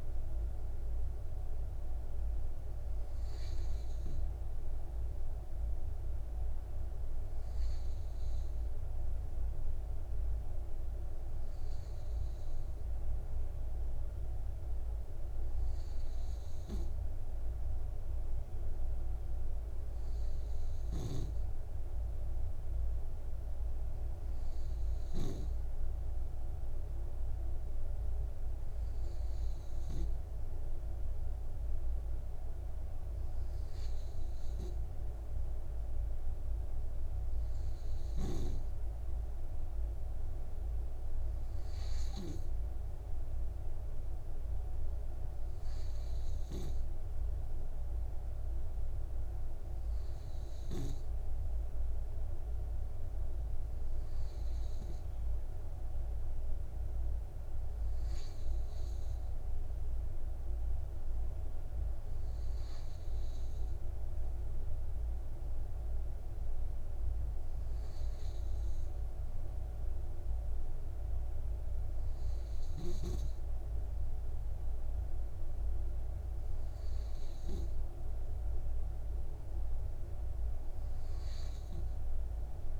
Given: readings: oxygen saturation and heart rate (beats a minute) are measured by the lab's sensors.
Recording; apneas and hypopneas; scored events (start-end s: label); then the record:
breathing in sleep, hard to hear, by a room microphone; none
none scored
From the record:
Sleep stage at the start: N2 (light sleep); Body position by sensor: on the right side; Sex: male